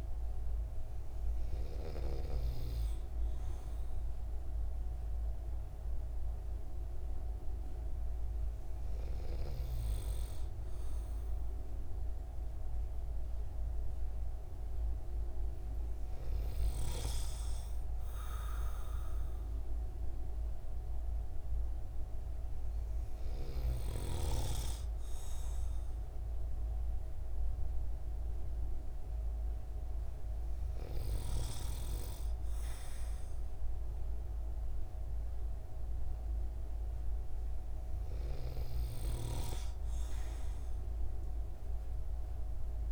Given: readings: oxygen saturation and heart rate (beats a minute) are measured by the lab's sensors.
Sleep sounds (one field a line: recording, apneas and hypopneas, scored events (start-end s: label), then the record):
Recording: breathing in sleep by a room microphone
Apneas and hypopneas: none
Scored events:
none scored
From the record:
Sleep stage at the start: REM sleep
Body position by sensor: on the right side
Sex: male